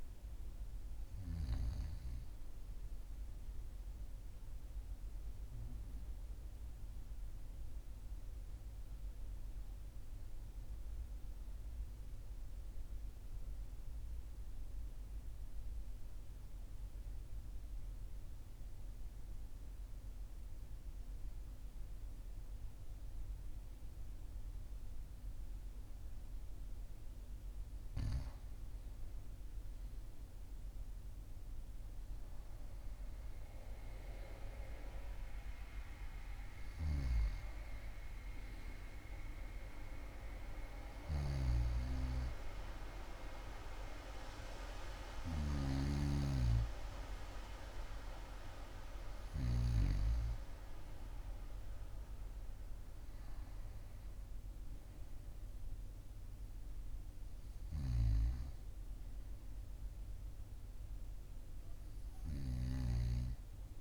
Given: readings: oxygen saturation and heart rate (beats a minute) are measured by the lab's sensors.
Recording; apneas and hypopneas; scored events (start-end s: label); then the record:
breathing in sleep by a room microphone; 1
0.00-2.00 s: oxygen desaturation (device-marked, oxygen 94% lowest, heart rate 42 extreme)
6.50-26.50 s: obstructive apnea (oxygen 100% before, 94% lowest, heart rate 43 before, 42 extreme, up 3 after)
30.00-35.00 s: arousal
From the record:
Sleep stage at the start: N2 (light sleep); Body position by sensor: on the right side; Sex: male